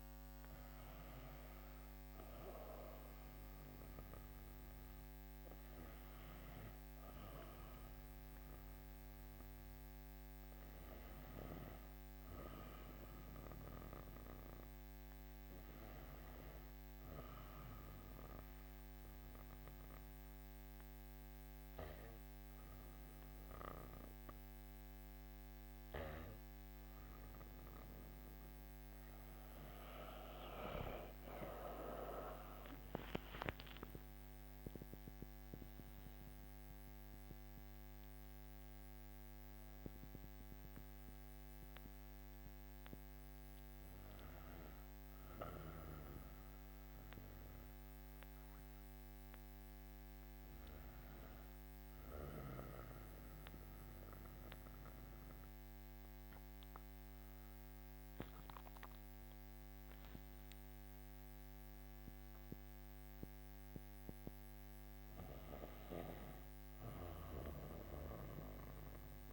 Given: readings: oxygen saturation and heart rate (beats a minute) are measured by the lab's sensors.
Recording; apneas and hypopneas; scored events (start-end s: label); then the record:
breathing in sleep by a microphone on the trachea; 2
0.00-13.00 s: oxygen desaturation (device-marked, oxygen 93% lowest, heart rate 58 extreme)
12.00-27.00 s: obstructive apnea (oxygen 98% before, 89% lowest, heart rate 63 before, 56 extreme, up 9 after)
29.00-53.00 s: oxygen desaturation (device-marked, oxygen 97% before, 89% lowest, heart rate 60 before, 56 extreme)
32.00-36.00 s: arousal
45.00-58.00 s: obstructive apnea (oxygen 97% before, 89% lowest, heart rate 64 before, 56 extreme, up 8 after)
59.50-63.50 s: arousal
From the record:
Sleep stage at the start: N2 (light sleep); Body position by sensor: on the back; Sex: female